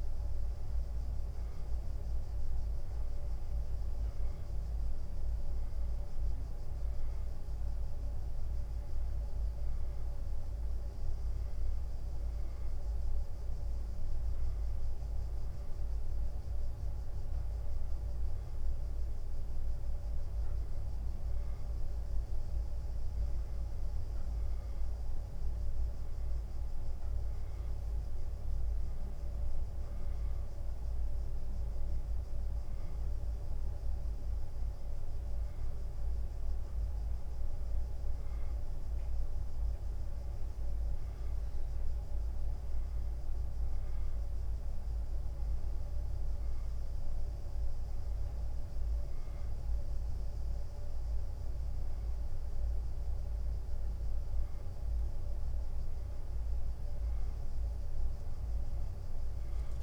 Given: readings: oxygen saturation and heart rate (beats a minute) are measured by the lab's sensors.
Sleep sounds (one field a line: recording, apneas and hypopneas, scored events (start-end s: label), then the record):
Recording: breathing in sleep, hard to hear, by a room microphone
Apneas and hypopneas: none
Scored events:
none scored
From the record:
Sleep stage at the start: N1 (lightest sleep)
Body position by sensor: on the back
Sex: male